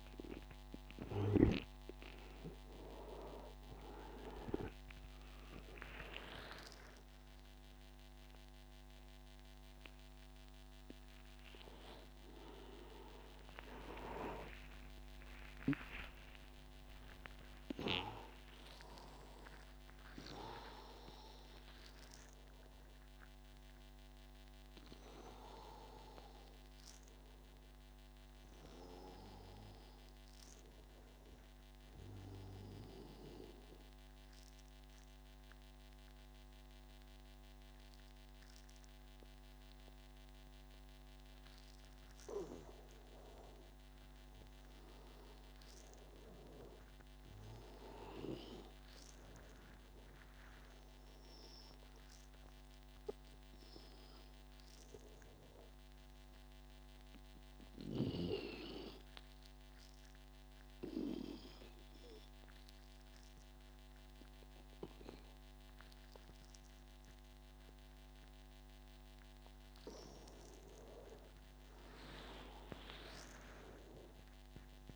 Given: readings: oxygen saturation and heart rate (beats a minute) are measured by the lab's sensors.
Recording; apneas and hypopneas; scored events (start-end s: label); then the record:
breathing in sleep by a microphone on the trachea; 2
5.00-16.00 s: oxygen desaturation (device-marked, oxygen 98% before, 93% lowest, heart rate 92 before, 86 extreme)
5.00-35.00 s: new sleep stage, N1 (lightest sleep)
14.50-16.50 s: long interval between heartbeats (device-marked, heart rate 91 before, 101 extreme)
15.50-21.00 s: arousal
31.50-42.50 s: obstructive apnea (oxygen 98% before, 91% lowest, heart rate 108 before, 82 extreme, up 10 after)
35.00-74.96 s: new sleep stage, N2 (light sleep)
45.50-50.00 s: arousal
46.00-65.00 s: oxygen desaturation (device-marked, oxygen 97% before, 93% lowest, heart rate 92 before, 89 extreme)
56.50-70.00 s: obstructive apnea (oxygen 98% before, 91% lowest, heart rate 89 before, 89 extreme, up 4 after)
From the record:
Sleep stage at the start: N2 (light sleep); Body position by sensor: on the back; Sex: male